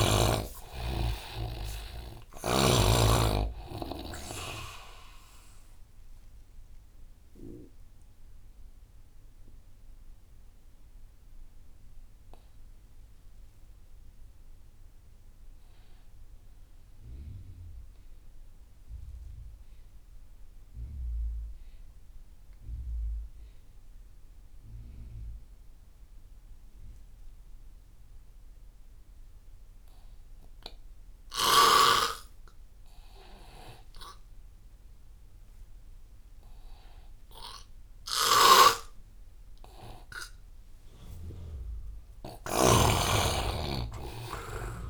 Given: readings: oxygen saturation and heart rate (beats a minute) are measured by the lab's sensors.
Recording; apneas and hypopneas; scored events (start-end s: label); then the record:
breathing in sleep by a room microphone; 1
0.00-3.00 s: snoring (device-marked)
0.00-18.00 s: oxygen desaturation (device-marked, oxygen 89% lowest)
7.50-40.50 s: obstructive apnea (oxygen 99% before, 84% lowest)
30.00-44.90 s: oxygen desaturation (device-marked, oxygen 99% before, 84% lowest)
38.50-43.00 s: snoring (device-marked)
42.00-44.90 s: arousal
From the record:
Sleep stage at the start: N2 (light sleep); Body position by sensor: on the right side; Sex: male